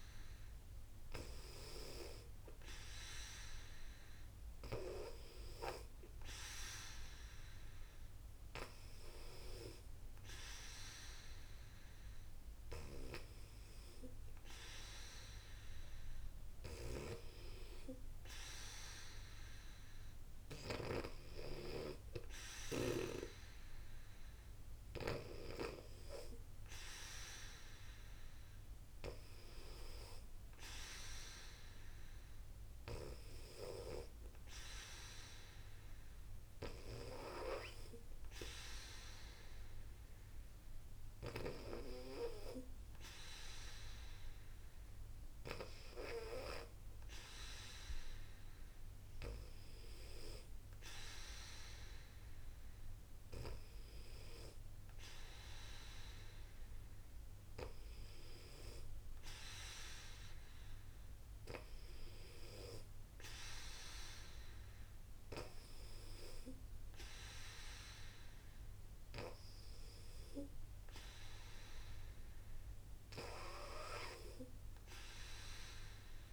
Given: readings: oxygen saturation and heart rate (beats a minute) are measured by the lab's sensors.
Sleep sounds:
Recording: breathing in sleep by a room microphone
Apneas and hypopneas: none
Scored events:
16.00-25.00 s: snoring (device-marked)
From the record:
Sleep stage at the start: N2 (light sleep)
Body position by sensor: on the back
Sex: female

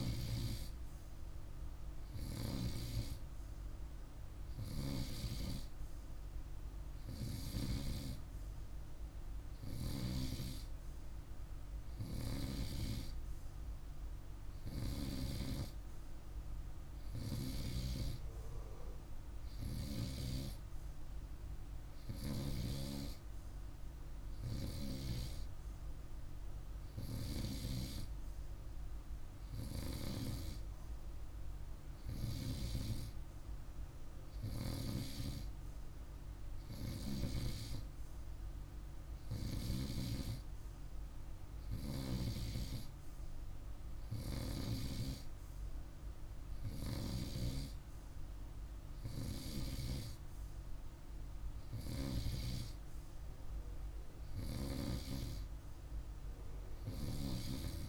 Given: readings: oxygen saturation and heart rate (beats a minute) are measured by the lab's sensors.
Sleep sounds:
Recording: breathing in sleep by a room microphone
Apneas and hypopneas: none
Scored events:
none scored
From the record:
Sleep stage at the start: N2 (light sleep)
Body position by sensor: on the right side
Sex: male

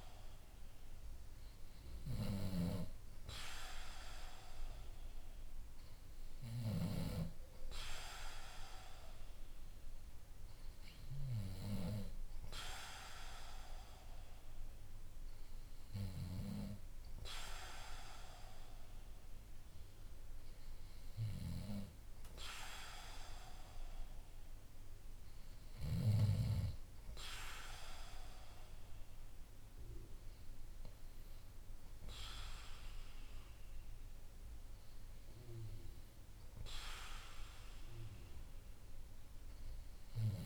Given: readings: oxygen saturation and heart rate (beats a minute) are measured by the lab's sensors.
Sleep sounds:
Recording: breathing in sleep by a room microphone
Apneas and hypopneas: none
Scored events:
1.50-6.50 s: snoring (device-marked)
From the record:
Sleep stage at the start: N2 (light sleep)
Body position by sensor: on the back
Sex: male

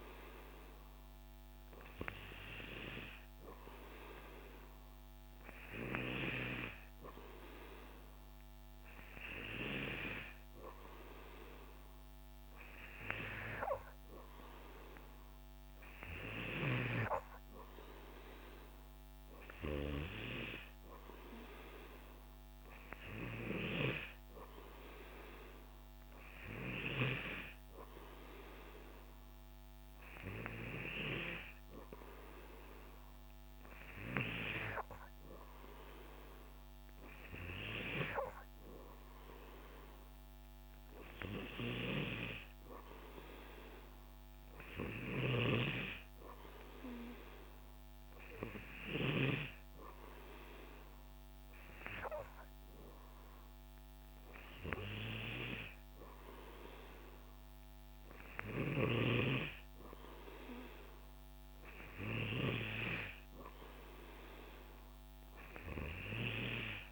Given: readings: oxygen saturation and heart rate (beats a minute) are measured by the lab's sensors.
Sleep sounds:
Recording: breathing in sleep by a microphone on the trachea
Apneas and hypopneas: none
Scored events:
none scored
From the record:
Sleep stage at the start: N2 (light sleep)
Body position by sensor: on the back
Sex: male

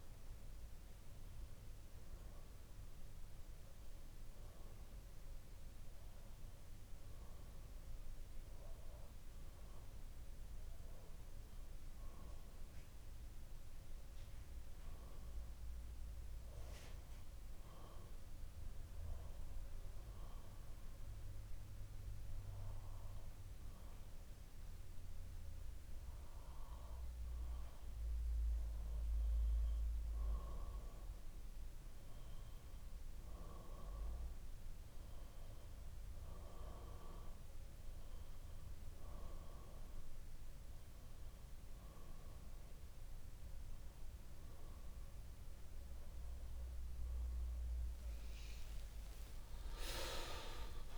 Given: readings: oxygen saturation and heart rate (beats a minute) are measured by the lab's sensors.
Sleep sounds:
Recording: breathing in sleep by a room microphone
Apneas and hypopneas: 1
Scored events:
17.00-28.00 s: obstructive apnea (oxygen 96% before, 92% lowest, heart rate 62 before, 61 extreme, up 2 after)
30.50-34.00 s: arousal
39.50-50.98 s: new sleep stage, N1 (lightest sleep)
48.50-50.98 s: arousal
From the record:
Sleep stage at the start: N2 (light sleep)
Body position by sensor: on the back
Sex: male

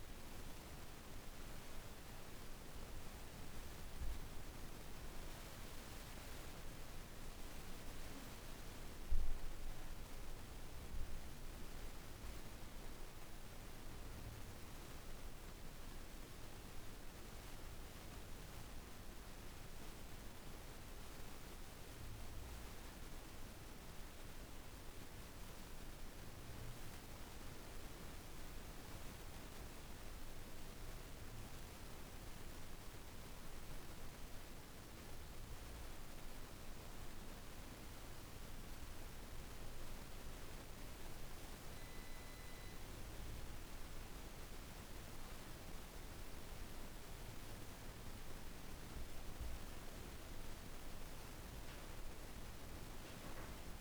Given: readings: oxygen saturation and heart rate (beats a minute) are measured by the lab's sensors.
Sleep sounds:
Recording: breathing in sleep, hard to hear, by a room microphone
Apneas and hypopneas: none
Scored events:
none scored
From the record:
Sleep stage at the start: N2 (light sleep)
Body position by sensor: on the back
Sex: female

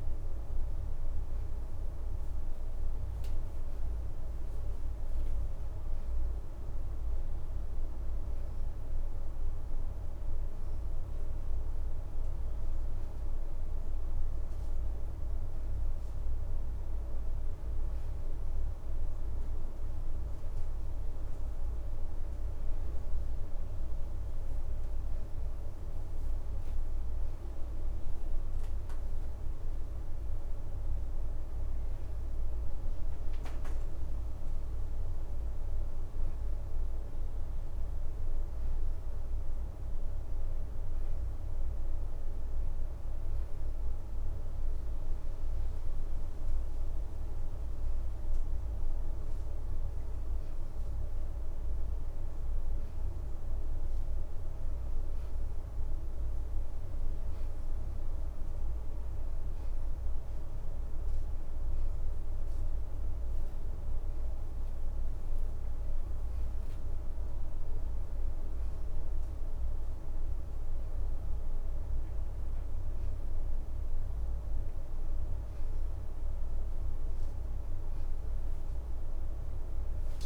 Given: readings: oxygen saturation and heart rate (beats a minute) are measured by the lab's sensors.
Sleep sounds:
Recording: breathing in sleep, hard to hear, by a room microphone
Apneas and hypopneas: none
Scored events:
0.00-4.50 s: oxygen desaturation (device-marked, oxygen 89% lowest, heart rate 85 extreme)
1.00-6.50 s: leg movement (device-marked)
25.00-29.50 s: leg movement (device-marked)
58.50-68.50 s: oxygen desaturation (device-marked, oxygen 92% before, 89% lowest, heart rate 86 before, 85 extreme)
59.50-61.00 s: leg movement (device-marked)
63.50-67.00 s: leg movement (device-marked)
From the record:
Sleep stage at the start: N2 (light sleep)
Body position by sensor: on the back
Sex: female

